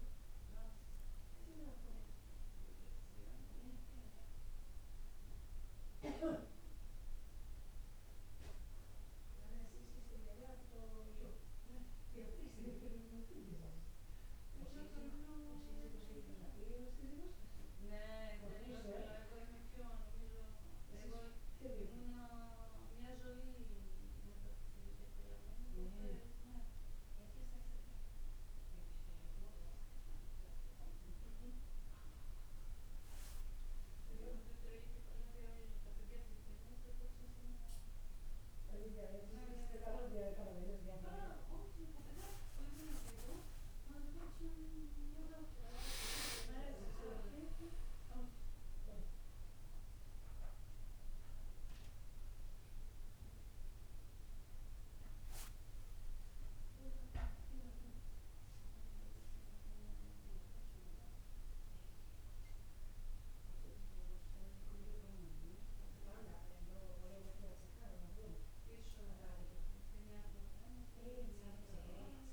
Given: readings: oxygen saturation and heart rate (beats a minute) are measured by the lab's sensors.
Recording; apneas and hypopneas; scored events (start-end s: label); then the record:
breathing in sleep by a room microphone; none
0.00-4.00 s: arousal
47.50-51.50 s: arousal
From the record:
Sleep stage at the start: N1 (lightest sleep); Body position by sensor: on the back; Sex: male